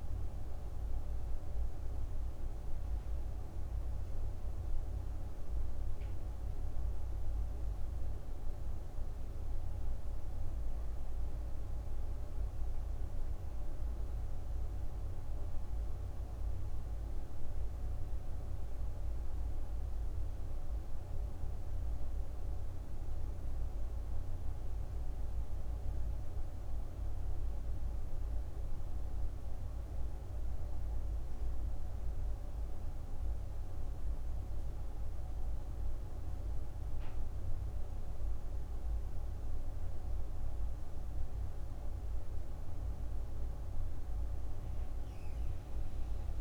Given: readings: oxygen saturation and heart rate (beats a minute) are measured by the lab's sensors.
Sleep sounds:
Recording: breathing in sleep, hard to hear, by a room microphone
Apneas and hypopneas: none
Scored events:
none scored
From the record:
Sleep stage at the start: N1 (lightest sleep)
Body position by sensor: on the right side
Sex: female

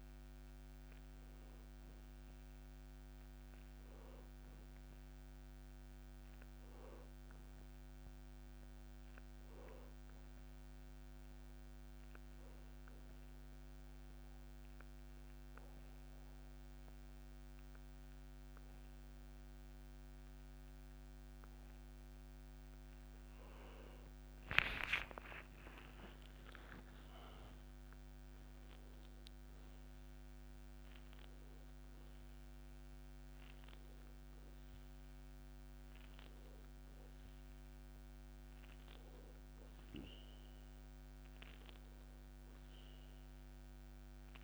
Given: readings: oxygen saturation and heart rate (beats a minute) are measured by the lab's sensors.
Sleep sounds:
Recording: breathing in sleep, hard to hear, by a microphone on the trachea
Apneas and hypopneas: 1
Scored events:
0.00-12.00 s: oxygen desaturation (device-marked, oxygen 92% lowest, heart rate 63 extreme)
12.50-23.50 s: obstructive apnea (oxygen 96% before, 92% lowest, heart rate 67 before, 63 extreme, up 25 after)
25.50-29.00 s: arousal
From the record:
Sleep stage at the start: N1 (lightest sleep)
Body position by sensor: on the back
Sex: male

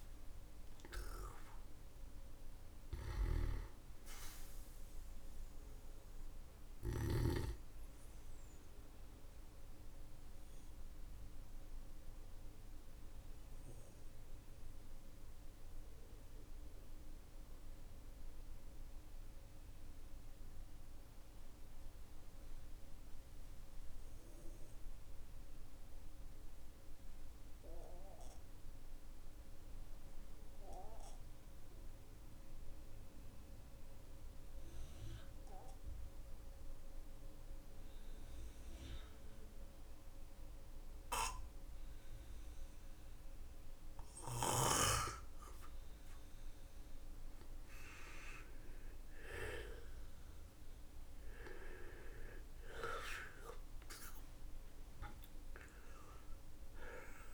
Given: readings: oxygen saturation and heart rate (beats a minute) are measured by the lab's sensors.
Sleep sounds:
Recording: breathing in sleep by a room microphone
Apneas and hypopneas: 1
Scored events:
0.00-7.00 s: snoring (device-marked)
8.00-45.00 s: obstructive apnea (oxygen 99% before, 91% lowest, heart rate 58 before, 46 extreme, up 14 after)
48.00-52.50 s: arousal
49.00-57.34 s: oxygen desaturation (device-marked, oxygen 98% before, 91% lowest, heart rate 58 before, 46 extreme)
From the record:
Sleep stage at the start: N2 (light sleep)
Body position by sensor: on the back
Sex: male

